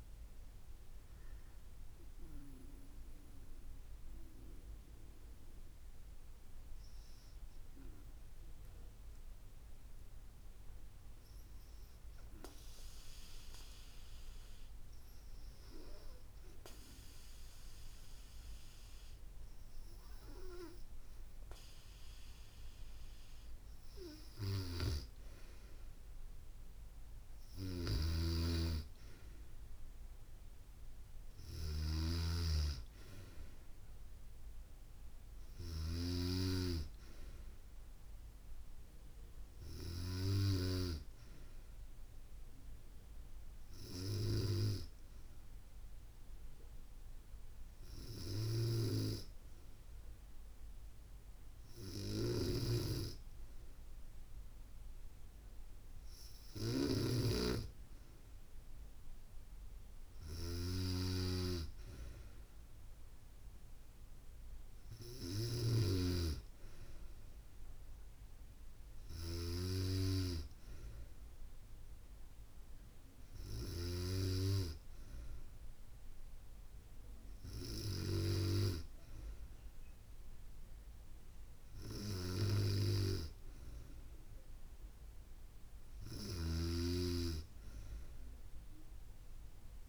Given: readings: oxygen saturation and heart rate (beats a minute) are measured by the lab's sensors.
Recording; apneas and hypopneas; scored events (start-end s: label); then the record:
breathing in sleep by a room microphone; 2
2.00-22.00 s: obstructive apnea (oxygen 96% before, 93% lowest, heart rate 71 before, 65 extreme, up 2 after)
20.00-41.00 s: oxygen desaturation (device-marked, oxygen 97% before, 93% lowest, heart rate 68 before, 66 extreme)
27.00-35.50 s: snoring (device-marked)
28.00-32.50 s: arousal
44.00-58.00 s: hypopnea (oxygen 96% before, 93% lowest, heart rate 68 before, 66 extreme, up 0 after)
51.50-69.00 s: snoring (device-marked)
59.50-63.00 s: arousal
85.50-89.89 s: snoring (device-marked)
From the record:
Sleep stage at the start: N2 (light sleep); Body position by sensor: on the back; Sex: female